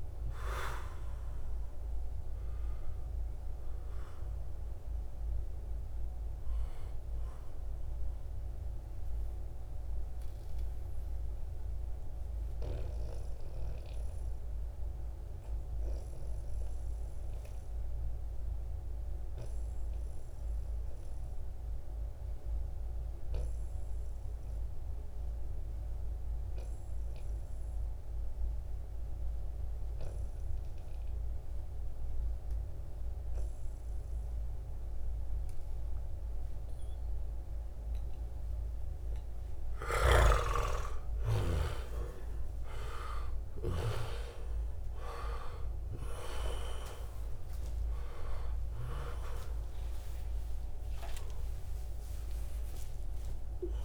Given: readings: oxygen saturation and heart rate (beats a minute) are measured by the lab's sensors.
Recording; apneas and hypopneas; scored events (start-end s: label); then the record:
breathing in sleep by a room microphone; 1
0.00-15.50 s: oxygen desaturation (device-marked, oxygen 92% lowest, heart rate 64 extreme)
7.00-37.00 s: obstructive apnea (oxygen 97% before, 89% lowest, heart rate 75 before, 64 extreme, up 11 after)
31.50-53.84 s: oxygen desaturation (device-marked, oxygen 97% before, 89% lowest, heart rate 69 before, 64 extreme)
39.00-43.50 s: arousal
48.00-50.00 s: long interval between heartbeats (device-marked, heart rate 67 before, 89 extreme)
51.00-53.00 s: long interval between heartbeats (device-marked, heart rate 71 before, 112 extreme)
From the record:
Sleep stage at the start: N2 (light sleep); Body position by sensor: on the back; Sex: male